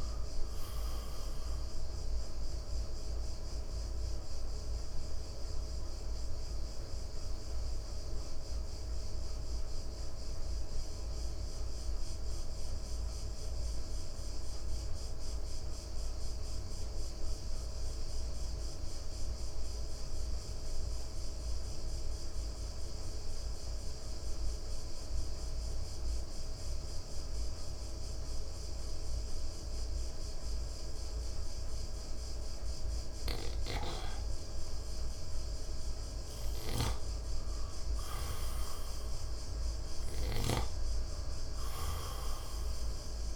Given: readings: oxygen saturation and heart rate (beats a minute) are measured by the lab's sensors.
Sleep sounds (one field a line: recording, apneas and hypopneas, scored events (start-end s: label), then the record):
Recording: breathing in sleep, hard to hear, by a room microphone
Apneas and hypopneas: 1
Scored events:
0.00-16.00 s: oxygen desaturation (device-marked, oxygen 87% lowest, heart rate 53 extreme)
4.50-36.00 s: mixed apnea (oxygen 97% before, 87% lowest, heart rate 62 before, 53 extreme, up 5 after)
33.00-43.36 s: oxygen desaturation (device-marked, oxygen 97% before, 91% lowest, heart rate 57 before, 56 extreme)
38.50-42.50 s: arousal
From the record:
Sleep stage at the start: N2 (light sleep)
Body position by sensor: on the right side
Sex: male